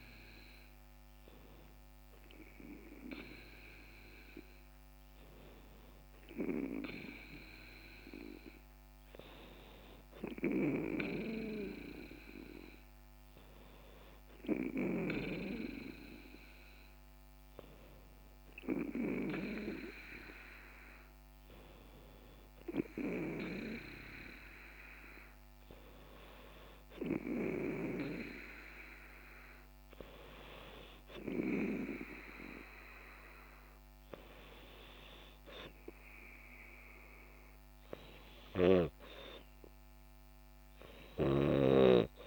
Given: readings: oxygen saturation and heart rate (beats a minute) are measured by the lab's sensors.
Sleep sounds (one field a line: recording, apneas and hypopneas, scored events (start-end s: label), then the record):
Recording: breathing in sleep by a microphone on the trachea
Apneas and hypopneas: none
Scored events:
0.00-1.00 s: arousal
From the record:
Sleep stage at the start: N2 (light sleep)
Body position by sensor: on the back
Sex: female